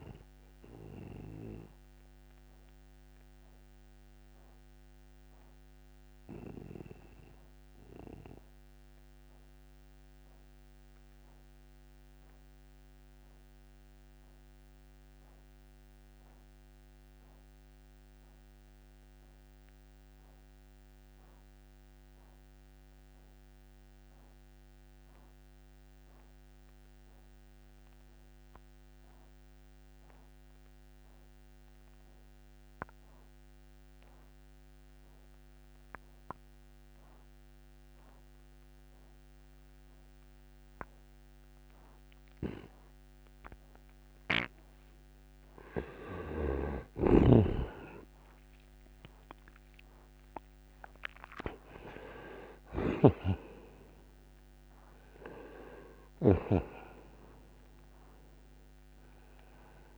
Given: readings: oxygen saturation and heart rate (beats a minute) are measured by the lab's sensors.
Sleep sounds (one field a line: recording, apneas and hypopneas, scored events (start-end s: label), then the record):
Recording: breathing in sleep by a microphone on the trachea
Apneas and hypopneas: 1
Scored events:
0.00-22.00 s: oxygen desaturation (device-marked, oxygen 81% lowest, heart rate 60 extreme)
2.00-44.50 s: mixed apnea (oxygen 96% before, 80% lowest, heart rate 66 before, 60 extreme, up 20 after)
37.00-59.98 s: oxygen desaturation (device-marked, oxygen 98% before, 80% lowest, heart rate 60 before, 59 extreme)
46.50-51.50 s: arousal
47.00-56.50 s: snoring (device-marked)
From the record:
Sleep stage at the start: N2 (light sleep)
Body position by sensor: on the right side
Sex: male